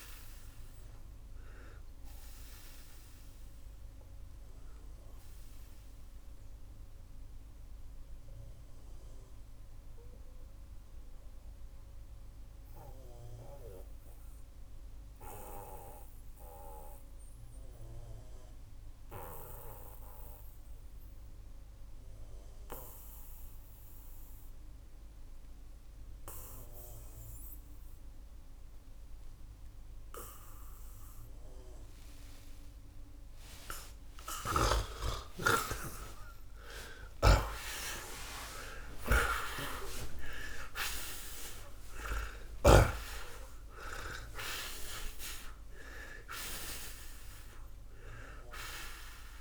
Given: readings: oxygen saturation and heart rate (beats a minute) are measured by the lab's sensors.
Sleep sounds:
breathing in sleep by a room microphone; 1
0.00-29.50 s: oxygen desaturation (device-marked, oxygen 79% lowest, heart rate 59 extreme)
3.00-33.00 s: obstructive apnea (oxygen 93% before, 78% lowest, heart rate 125 before, 59 extreme)
34.50-40.00 s: arousal
36.50-42.50 s: snoring (device-marked)
47.50-49.41 s: oxygen desaturation (device-marked, oxygen 93% before, 78% lowest, heart rate 117 before, 63 extreme)
From the record:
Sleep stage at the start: N2 (light sleep); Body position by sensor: on the back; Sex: male

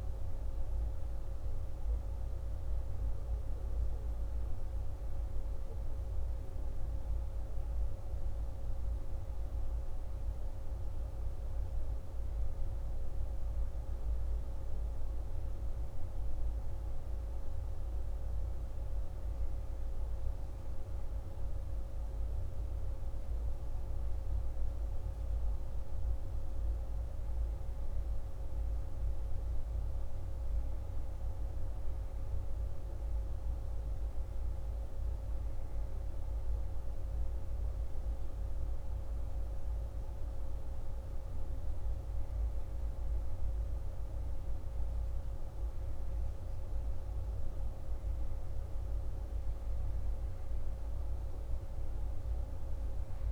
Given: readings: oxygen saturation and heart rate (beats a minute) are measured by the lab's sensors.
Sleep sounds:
a person awake in a sleep study, hard to hear, by a room microphone; none
none scored
From the record:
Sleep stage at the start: awake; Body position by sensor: on the back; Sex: male

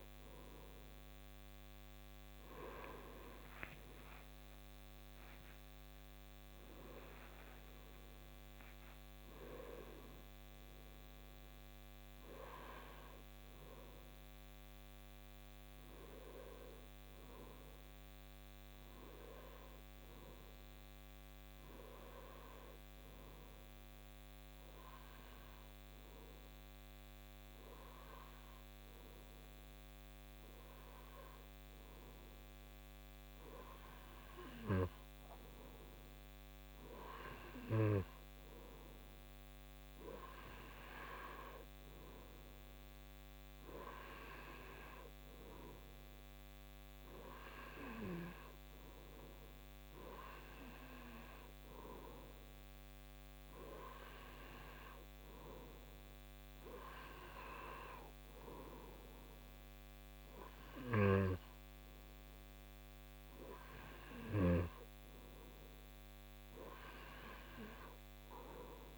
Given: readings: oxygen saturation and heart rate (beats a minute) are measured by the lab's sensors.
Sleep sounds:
breathing in sleep by a microphone on the trachea; none
3.00-8.00 s: arousal
From the record:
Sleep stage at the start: N2 (light sleep); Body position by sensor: on the right side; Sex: male

